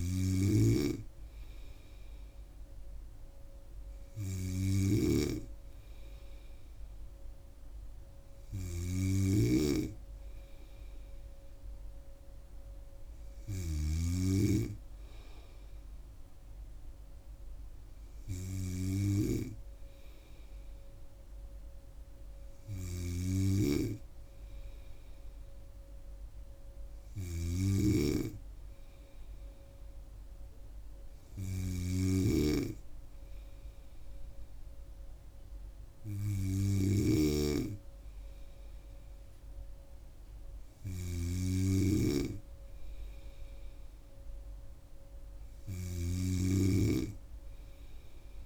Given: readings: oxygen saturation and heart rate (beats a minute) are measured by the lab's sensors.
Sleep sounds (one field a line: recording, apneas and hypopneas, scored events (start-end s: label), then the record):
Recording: breathing in sleep by a room microphone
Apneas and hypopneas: none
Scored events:
0.00-14.00 s: snoring (device-marked)
23.00-48.46 s: snoring (device-marked)
From the record:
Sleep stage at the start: N2 (light sleep)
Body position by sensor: on the right side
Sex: female